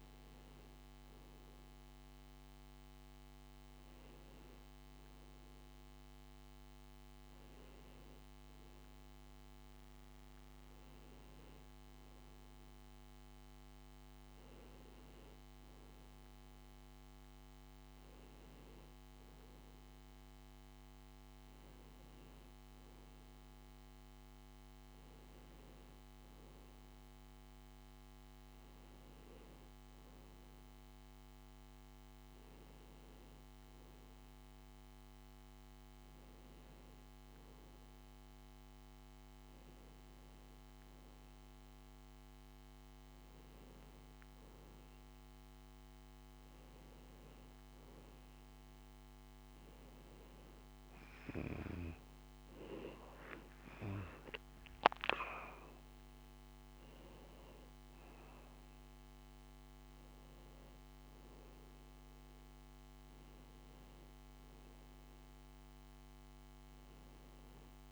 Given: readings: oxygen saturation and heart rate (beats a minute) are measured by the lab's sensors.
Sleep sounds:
breathing in sleep, hard to hear, by a microphone on the trachea; none
19.00-22.00 s: oxygen desaturation (device-marked, oxygen 97% before, 95% lowest, heart rate 60 before, 58 extreme)
From the record:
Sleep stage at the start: N1 (lightest sleep); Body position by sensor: on the back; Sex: male

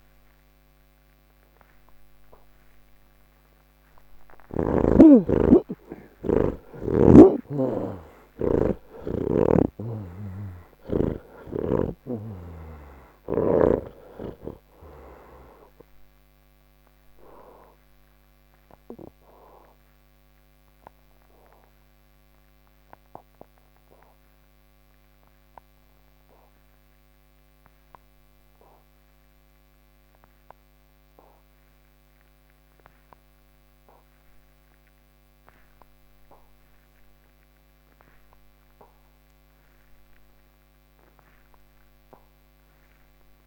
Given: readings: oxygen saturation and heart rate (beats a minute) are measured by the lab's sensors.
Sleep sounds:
breathing in sleep by a microphone on the trachea; none
7.00-18.00 s: oxygen desaturation (device-marked, oxygen 97% before, 87% lowest, heart rate 102 before, 76 extreme)
20.00-36.00 s: oxygen desaturation (device-marked, oxygen 90% before, 80% lowest, heart rate 111 before, 76 extreme)
42.00-43.47 s: oxygen desaturation (device-marked, oxygen 97% before, 84% lowest, heart rate 99 before, 81 extreme)
From the record:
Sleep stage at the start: N3 (deep sleep); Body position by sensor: on the back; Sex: male

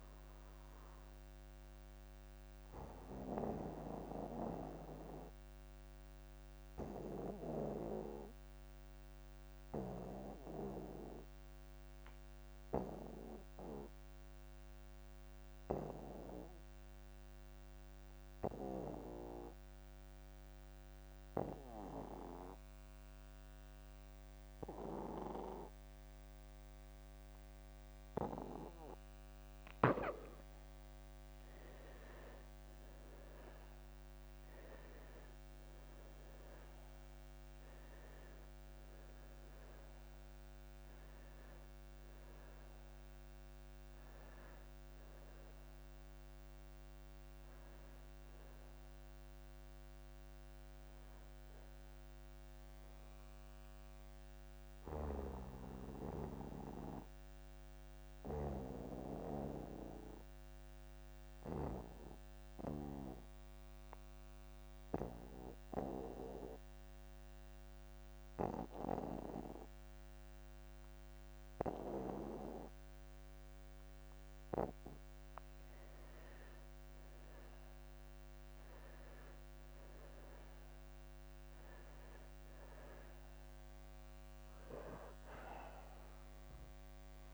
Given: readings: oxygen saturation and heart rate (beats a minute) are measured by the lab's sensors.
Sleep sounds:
breathing in sleep by a microphone on the trachea; 2
0.00-8.50 s: oxygen desaturation (device-marked, oxygen 74% lowest)
1.50-28.50 s: obstructive apnea (oxygen 82% before, 75% lowest)
22.50-62.50 s: oxygen desaturation (device-marked, oxygen 99% before, 79% lowest)
32.00-36.00 s: arousal
54.50-75.50 s: obstructive apnea (oxygen 95% before, 79% lowest)
61.50-63.50 s: long interval between heartbeats (device-marked)
74.50-76.50 s: long interval between heartbeats (device-marked)
76.50-79.50 s: arousal
80.50-87.34 s: oxygen desaturation (device-marked, oxygen 98% before, 86% lowest)
From the record:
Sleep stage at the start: N2 (light sleep); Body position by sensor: on the back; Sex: male

